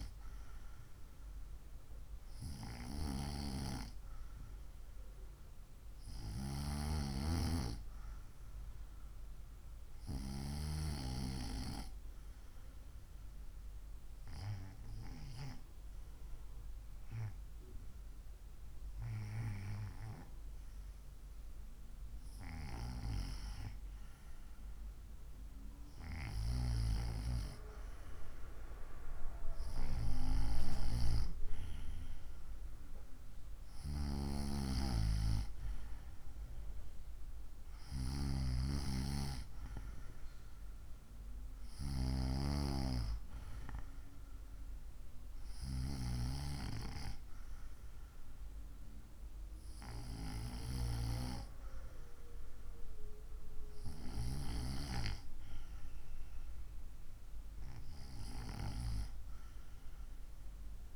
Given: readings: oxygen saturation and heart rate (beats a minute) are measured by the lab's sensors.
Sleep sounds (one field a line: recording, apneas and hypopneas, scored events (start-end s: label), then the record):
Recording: breathing in sleep by a room microphone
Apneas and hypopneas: 1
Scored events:
9.50-22.00 s: hypopnea (oxygen 95% before, 93% lowest, heart rate 66 before, 59 extreme, up 3 after)
24.50-28.50 s: arousal
58.00-60.96 s: arousal
From the record:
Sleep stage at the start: N2 (light sleep)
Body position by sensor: on the right side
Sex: female